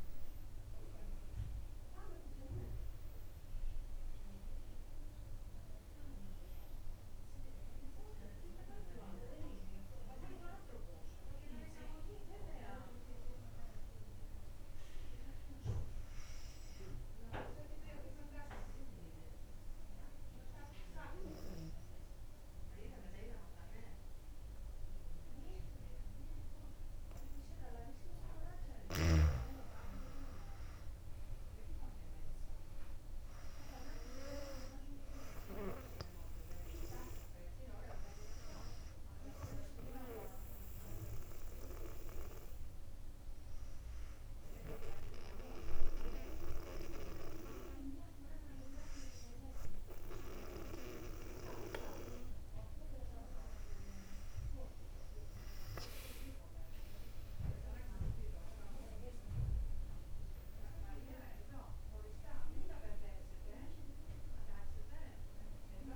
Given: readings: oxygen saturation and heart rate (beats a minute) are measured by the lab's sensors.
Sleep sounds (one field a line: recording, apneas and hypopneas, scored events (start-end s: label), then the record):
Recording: breathing in sleep by a room microphone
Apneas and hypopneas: 2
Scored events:
0.00-1.00 s: arousal
0.00-10.00 s: drop in pulse transit time (device-marked, heart rate 64 before, 64 extreme)
17.50-28.50 s: obstructive apnea (oxygen 97% before, 95% lowest, heart rate 65 before, 57 extreme, up 5 after)
19.00-65.96 s: new sleep stage, N2 (light sleep)
30.50-33.50 s: arousal
38.00-50.00 s: oxygen desaturation (device-marked, oxygen 98% before, 95% lowest, heart rate 59 before, 58 extreme)
41.00-53.50 s: obstructive apnea (oxygen 98% before, 95% lowest, heart rate 59 before, 56 extreme, up 5 after)
58.00-63.50 s: arousal
From the record:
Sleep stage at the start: N1 (lightest sleep)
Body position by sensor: on the back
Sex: female